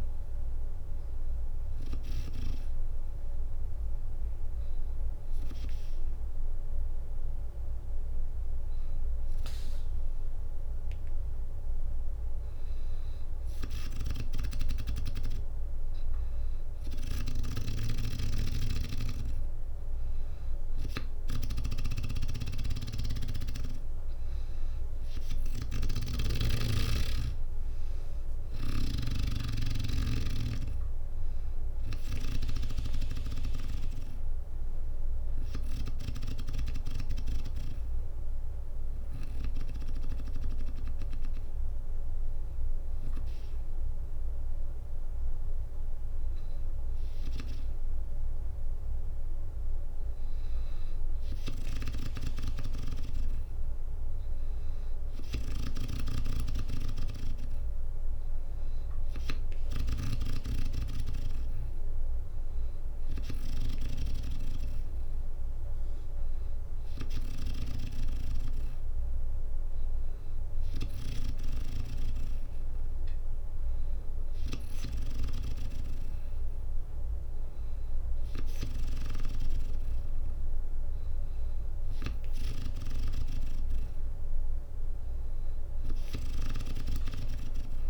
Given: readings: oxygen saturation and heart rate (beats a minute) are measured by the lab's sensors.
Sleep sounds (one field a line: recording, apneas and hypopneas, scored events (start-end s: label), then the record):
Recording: breathing in sleep by a room microphone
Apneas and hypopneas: 1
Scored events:
13.00-33.00 s: snoring (device-marked)
26.00-46.00 s: drop in pulse transit time (device-marked, heart rate 63 before, 60 extreme)
26.50-29.50 s: arousal
36.50-48.00 s: hypopnea (oxygen 98% before, 94% lowest, heart rate 65 before, 59 extreme, up 3 after)
44.00-46.00 s: bradycardia (device-marked, heart rate 63 before, 60 extreme)
50.00-53.00 s: arousal
55.00-67.00 s: snoring (device-marked)
From the record:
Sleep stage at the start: N2 (light sleep)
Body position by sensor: on the back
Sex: female